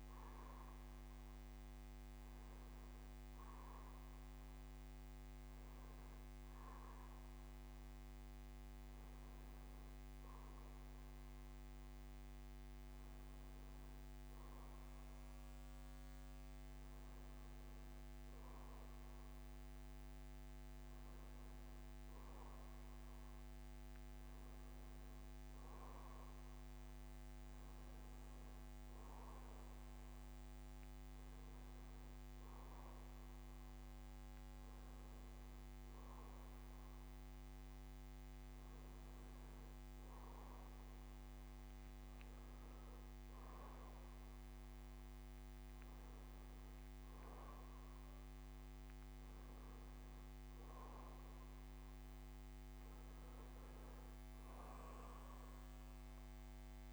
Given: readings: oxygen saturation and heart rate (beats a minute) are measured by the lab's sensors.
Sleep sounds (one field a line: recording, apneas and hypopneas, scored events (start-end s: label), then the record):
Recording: a person partly awake in a sleep study, hard to hear, by a microphone on the trachea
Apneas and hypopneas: none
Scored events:
22.00-25.00 s: bradycardia (device-marked, heart rate 69 before, 64 extreme)
23.00-56.93 s: new sleep stage, N1 (lightest sleep)
26.00-29.00 s: bradycardia (device-marked, heart rate 69 before, 56 extreme)
From the record:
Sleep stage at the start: awake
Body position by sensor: on the back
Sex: male